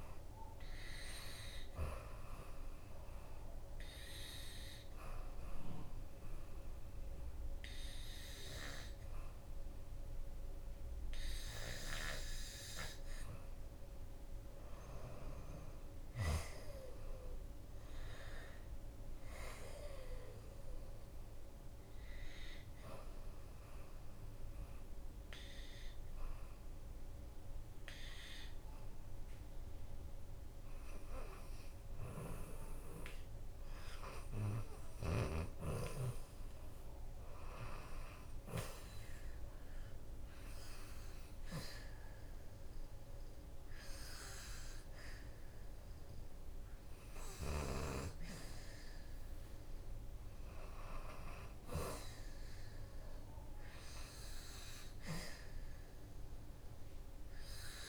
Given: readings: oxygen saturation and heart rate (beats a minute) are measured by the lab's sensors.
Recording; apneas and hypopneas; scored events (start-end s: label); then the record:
breathing in sleep by a room microphone; 2
2.50-14.50 s: oxygen desaturation (device-marked, oxygen 93% before, 88% lowest, heart rate 80 before, 66 extreme)
4.00-15.00 s: obstructive apnea (oxygen 93% before, 84% lowest, heart rate 79 before, 66 extreme, up 14 after)
16.50-33.50 s: oxygen desaturation (device-marked, oxygen 92% before, 84% lowest, heart rate 76 before, 66 extreme)
17.50-22.00 s: arousal
40.00-50.00 s: obstructive apnea (oxygen 95% before, 84% lowest, heart rate 73 before, 71 extreme, up 5 after)
40.50-57.89 s: oxygen desaturation (device-marked, oxygen 95% before, 87% lowest, heart rate 73 before, 71 extreme)
51.50-55.50 s: arousal
From the record:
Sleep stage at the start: N2 (light sleep); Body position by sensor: on the back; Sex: female